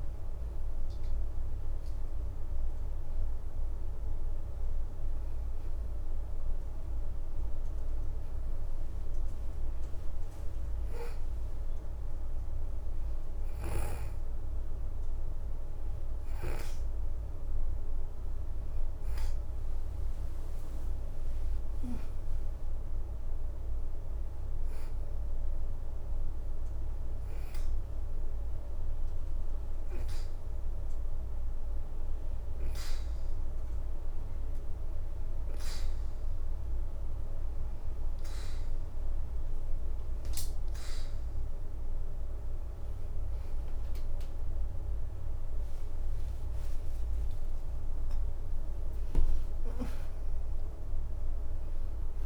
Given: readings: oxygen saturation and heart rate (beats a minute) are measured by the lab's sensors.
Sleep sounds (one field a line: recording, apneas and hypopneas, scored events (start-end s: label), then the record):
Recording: breathing in sleep, hard to hear, by a room microphone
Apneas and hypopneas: 1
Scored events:
0.00-2.00 s: oxygen desaturation (device-marked, oxygen 89% lowest, heart rate 79 extreme)
7.50-13.00 s: leg movement (device-marked)
15.00-33.00 s: oxygen desaturation (device-marked, oxygen 96% before, 91% lowest, heart rate 81 before, 81 extreme)
17.00-21.00 s: arousal
18.50-22.50 s: leg movement (device-marked)
31.50-42.50 s: hypopnea (oxygen 97% before, 90% lowest, heart rate 84 before, 80 extreme, up 33 after)
42.50-44.50 s: leg movement (device-marked)
45.50-47.50 s: leg movement (device-marked)
45.50-50.00 s: arousal
From the record:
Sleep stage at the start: N2 (light sleep)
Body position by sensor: on the back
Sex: female